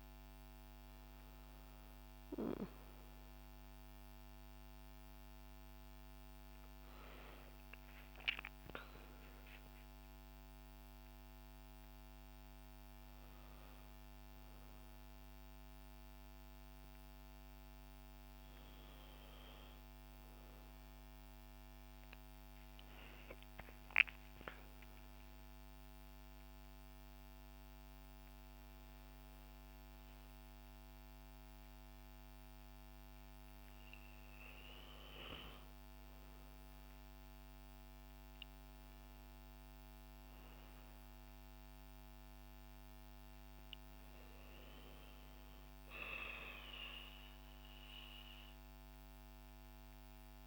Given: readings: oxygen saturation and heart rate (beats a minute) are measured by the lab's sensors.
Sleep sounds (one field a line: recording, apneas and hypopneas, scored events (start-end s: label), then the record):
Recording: a person partly awake in a sleep study, by a microphone on the trachea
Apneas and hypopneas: none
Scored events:
0.00-1.00 s: oxygen desaturation (device-marked, oxygen 92% lowest, heart rate 67 extreme)
17.00-50.46 s: new sleep stage, N1 (lightest sleep)
From the record:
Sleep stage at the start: awake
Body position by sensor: on the back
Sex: female